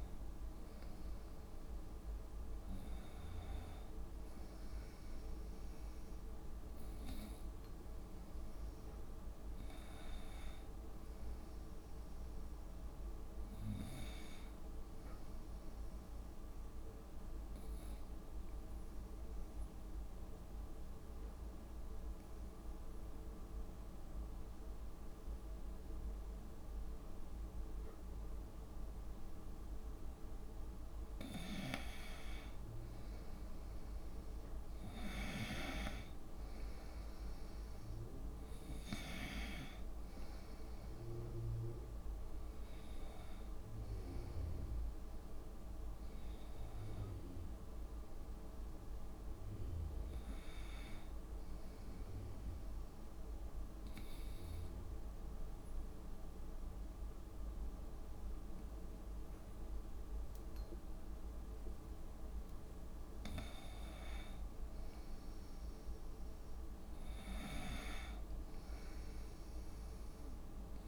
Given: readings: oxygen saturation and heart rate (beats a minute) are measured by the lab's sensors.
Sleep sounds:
breathing in sleep by a room microphone; 2
0.00-1.00 s: arousal
0.00-12.50 s: oxygen desaturation (device-marked, oxygen 93% lowest, heart rate 65 extreme)
15.50-30.00 s: obstructive apnea (oxygen 96% before, 89% lowest, heart rate 65 before, 64 extreme, up 4 after)
31.50-49.50 s: oxygen desaturation (device-marked, oxygen 96% before, 89% lowest, heart rate 65 before, 63 extreme)
32.50-37.00 s: arousal
52.50-63.50 s: obstructive apnea (oxygen 96% before, 88% lowest, heart rate 68 before, 63 extreme, up 6 after)
67.00-70.88 s: arousal
From the record:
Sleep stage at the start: N2 (light sleep); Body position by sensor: on the right side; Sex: female

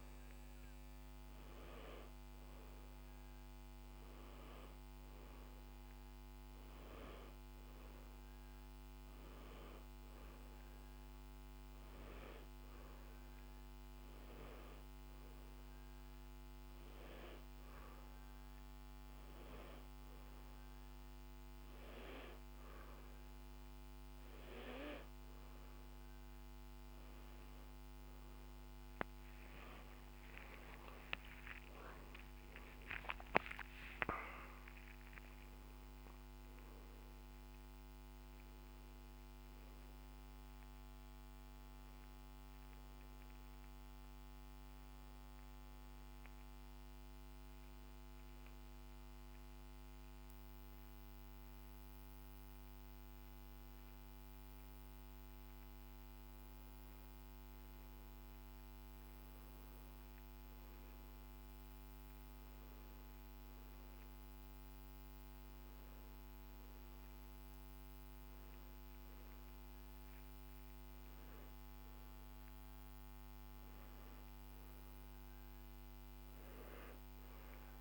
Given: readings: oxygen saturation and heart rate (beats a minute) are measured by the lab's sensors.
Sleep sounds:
breathing in sleep, hard to hear, by a microphone on the trachea; 2
5.50-10.00 s: arousal
14.00-25.50 s: hypopnea (oxygen 95% before, 92% lowest, heart rate 65 before, 63 extreme, up 5 after)
30.00-34.50 s: arousal
38.50-48.50 s: oxygen desaturation (device-marked, oxygen 95% before, 92% lowest, heart rate 72 before, 56 extreme)
45.00-55.50 s: hypopnea (oxygen 95% before, 93% lowest, heart rate 73 before, 56 extreme, up 1 after)
58.50-62.50 s: arousal
From the record:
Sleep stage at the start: N2 (light sleep); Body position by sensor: on the back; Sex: male

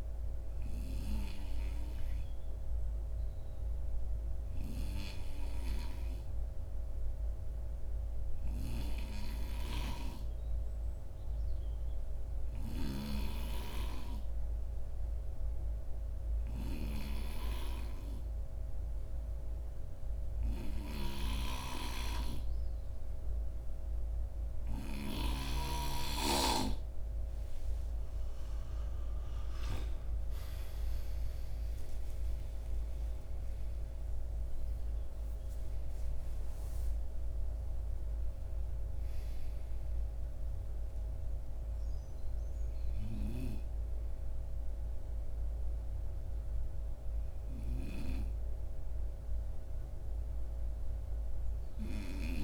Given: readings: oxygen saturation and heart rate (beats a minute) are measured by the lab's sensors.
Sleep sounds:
breathing in sleep by a room microphone; 1
5.50-25.00 s: obstructive apnea (oxygen 95% before, 87% lowest, heart rate 54 before, 52 extreme, up 12 after)
20.50-25.50 s: snoring (device-marked)
22.50-52.43 s: oxygen desaturation (device-marked, oxygen 93% before, 87% lowest, heart rate 55 before, 51 extreme)
27.00-32.00 s: arousal
From the record:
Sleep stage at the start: N2 (light sleep); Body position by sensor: on the right side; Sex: male

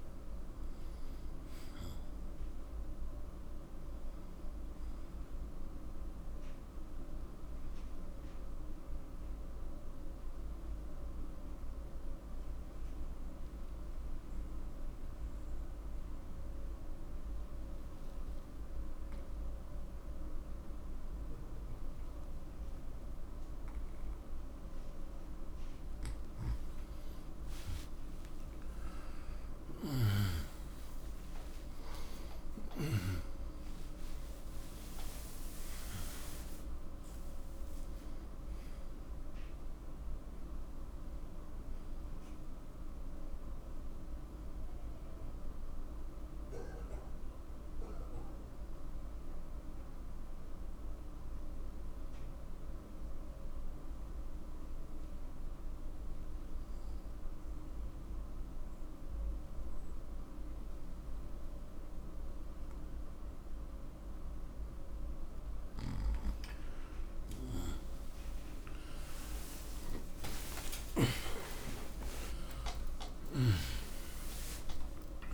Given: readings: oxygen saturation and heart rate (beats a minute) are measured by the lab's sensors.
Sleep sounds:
breathing in sleep by a room microphone; 2
0.00-21.50 s: oxygen desaturation (device-marked, oxygen 89% lowest, heart rate 63 extreme)
8.00-25.50 s: obstructive apnea (oxygen 95% before, 89% lowest, heart rate 74 before, 63 extreme, up 33 after)
27.50-31.50 s: arousal
51.50-65.50 s: obstructive apnea (oxygen 96% before, 89% lowest, heart rate 82 before, 63 extreme, up 59 after)
68.00-74.50 s: arousal
From the record:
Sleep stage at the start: N2 (light sleep); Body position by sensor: on the right side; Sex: male

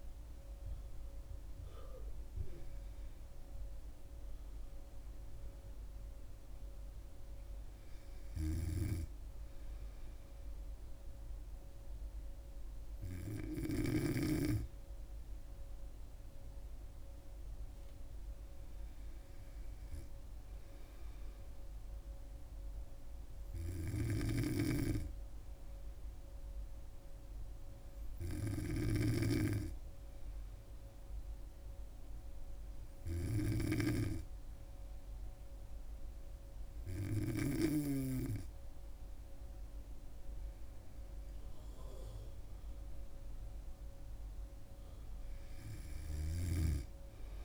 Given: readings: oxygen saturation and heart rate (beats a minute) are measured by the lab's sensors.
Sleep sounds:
breathing in sleep by a room microphone; none
24.00-29.00 s: snoring (device-marked)
40.50-44.50 s: arousal
From the record:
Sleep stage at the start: N2 (light sleep); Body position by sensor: on the back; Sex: female

